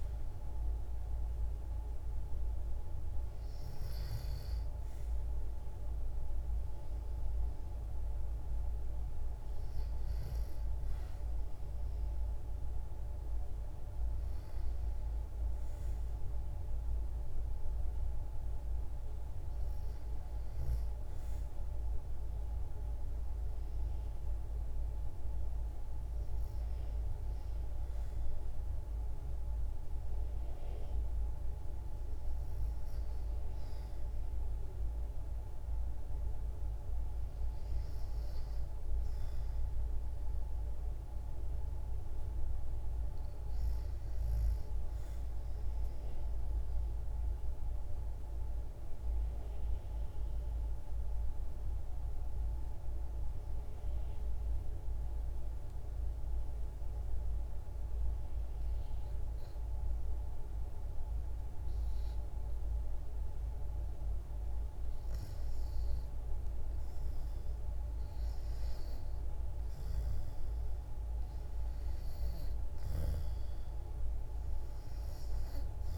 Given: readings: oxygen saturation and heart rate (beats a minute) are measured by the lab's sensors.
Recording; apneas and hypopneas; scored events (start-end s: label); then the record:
breathing in sleep, hard to hear, by a room microphone; 1
0.00-3.50 s: oxygen desaturation (device-marked, oxygen 89% lowest, heart rate 62 extreme)
45.50-63.50 s: obstructive apnea (oxygen 96% before, 89% lowest, heart rate 62 before, 60 extreme, up 5 after)
64.50-75.98 s: oxygen desaturation (device-marked, oxygen 95% before, 89% lowest, heart rate 62 before, 56 extreme)
65.00-68.50 s: arousal
From the record:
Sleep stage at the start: REM sleep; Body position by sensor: on the back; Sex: female